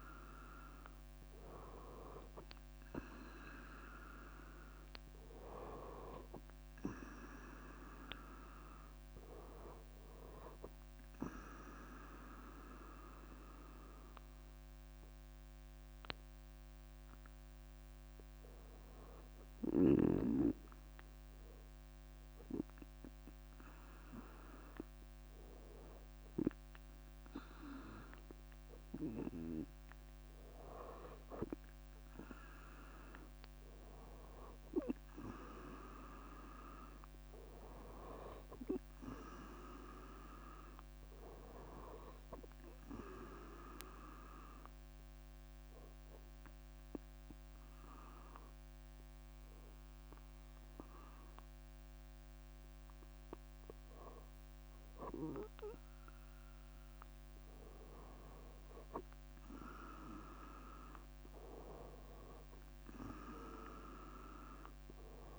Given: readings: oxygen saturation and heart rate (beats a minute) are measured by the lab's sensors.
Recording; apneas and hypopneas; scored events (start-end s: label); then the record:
breathing in sleep by a microphone on the trachea; 2
8.00-13.50 s: leg movement (device-marked)
9.00-19.50 s: obstructive apnea (oxygen 96% before, 93% lowest, heart rate 70 before, 63 extreme, up 3 after)
21.50-25.50 s: arousal
37.50-42.50 s: leg movement (device-marked)
41.50-52.50 s: hypopnea (oxygen 97% before, 93% lowest, heart rate 66 before, 64 extreme, up 6 after)
55.00-58.50 s: arousal
59.50-63.00 s: leg movement (device-marked)
From the record:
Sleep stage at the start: REM sleep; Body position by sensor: on the right side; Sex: female